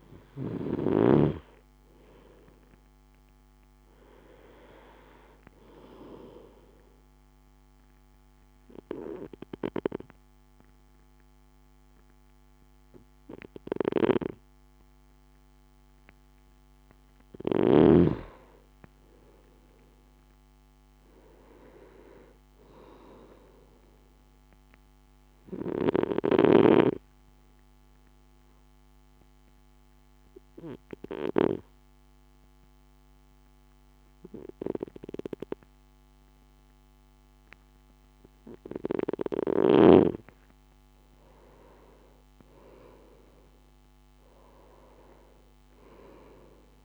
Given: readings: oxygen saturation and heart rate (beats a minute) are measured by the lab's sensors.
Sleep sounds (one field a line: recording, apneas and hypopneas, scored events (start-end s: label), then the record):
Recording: breathing in sleep by a microphone on the trachea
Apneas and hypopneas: 2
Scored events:
0.00-1.00 s: snoring (device-marked)
6.50-17.50 s: obstructive apnea (oxygen 98% before, 92% lowest, heart rate 62 before, 57 extreme, up 3 after)
19.00-22.50 s: arousal
25.50-40.00 s: obstructive apnea (oxygen 97% before, 89% lowest, heart rate 59 before, 56 extreme, up 2 after)
42.00-46.00 s: arousal
From the record:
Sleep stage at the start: N2 (light sleep)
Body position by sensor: on the right side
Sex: male